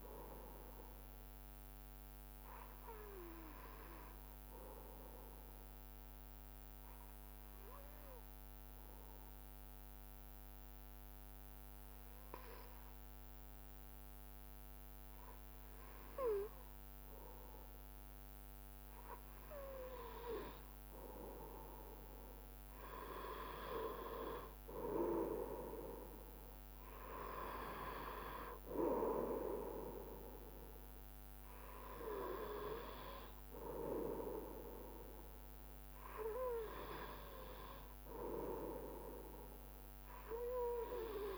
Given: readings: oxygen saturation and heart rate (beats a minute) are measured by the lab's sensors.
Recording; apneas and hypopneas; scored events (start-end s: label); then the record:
breathing in sleep by a microphone on the trachea; 1
3.50-18.00 s: obstructive apnea (oxygen 95% before, 93% lowest, heart rate 70 before, 66 extreme, up 7 after)
19.50-23.50 s: arousal
From the record:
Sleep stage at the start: N2 (light sleep); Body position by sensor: on the right side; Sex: male